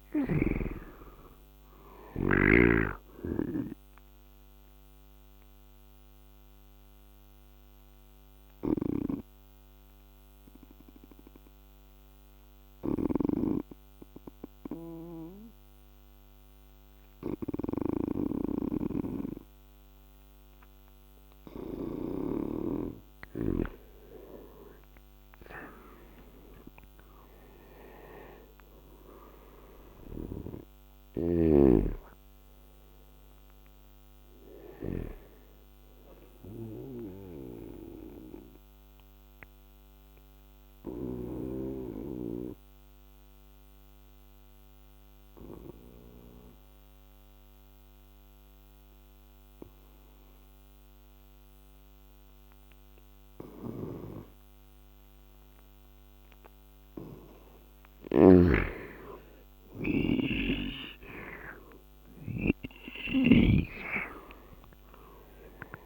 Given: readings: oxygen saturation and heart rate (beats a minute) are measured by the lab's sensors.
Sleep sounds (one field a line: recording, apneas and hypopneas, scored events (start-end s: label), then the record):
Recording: breathing in sleep by a microphone on the trachea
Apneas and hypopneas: 2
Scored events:
0.00-14.50 s: oxygen desaturation (device-marked, oxygen 86% lowest, heart rate 74 extreme)
4.00-21.50 s: obstructive apnea (oxygen 99% before, 86% lowest, heart rate 77 before, 74 extreme, up 8 after)
8.00-22.00 s: snoring (device-marked)
24.00-28.00 s: arousal
37.00-57.50 s: obstructive apnea (oxygen 98% before, 87% lowest, heart rate 80 before, 68 extreme, up 9 after)
55.50-65.86 s: oxygen desaturation (device-marked, oxygen 98% before, 87% lowest, heart rate 78 before, 68 extreme)
57.50-62.00 s: snoring (device-marked)
59.50-63.00 s: arousal
From the record:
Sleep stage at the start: N2 (light sleep)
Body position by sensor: on the right side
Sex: male